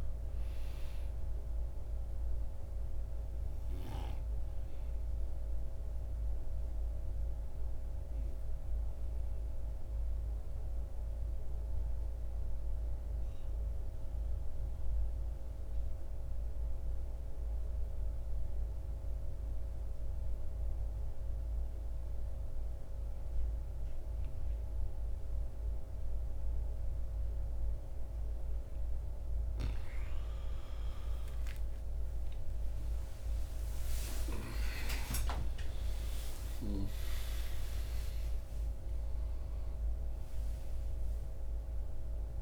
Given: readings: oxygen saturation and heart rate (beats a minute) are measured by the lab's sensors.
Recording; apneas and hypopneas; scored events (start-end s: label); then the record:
breathing in sleep by a room microphone; 1
0.00-18.00 s: oxygen desaturation (device-marked, oxygen 84% lowest, heart rate 49 extreme)
2.50-29.50 s: obstructive apnea (oxygen 98% before, 84% lowest, heart rate 57 before, 49 extreme, up 43 after)
31.50-37.00 s: arousal
33.00-37.00 s: oxygen desaturation (device-marked, oxygen 97% before, 93% lowest, heart rate 53 before, 93 extreme)
From the record:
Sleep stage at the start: N2 (light sleep); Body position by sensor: on the back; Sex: male